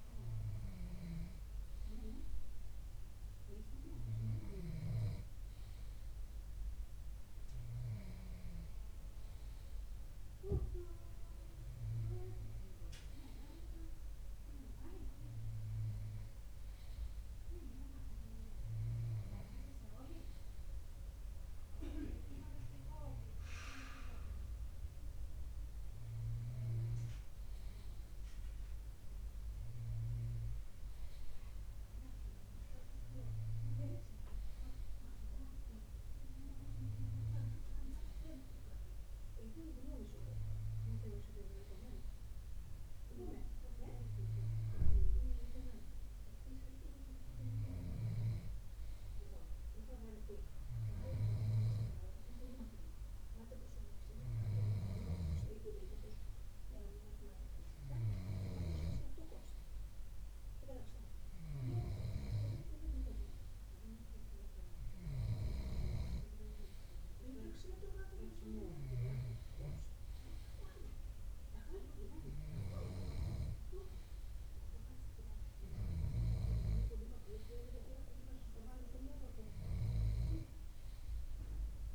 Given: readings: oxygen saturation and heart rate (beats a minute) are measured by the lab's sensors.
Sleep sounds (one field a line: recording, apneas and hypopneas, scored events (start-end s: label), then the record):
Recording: breathing in sleep by a room microphone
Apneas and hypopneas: none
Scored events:
30.00-38.00 s: bradycardia (device-marked, heart rate 61 before, 58 extreme)
From the record:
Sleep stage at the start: N2 (light sleep)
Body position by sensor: on the left side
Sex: male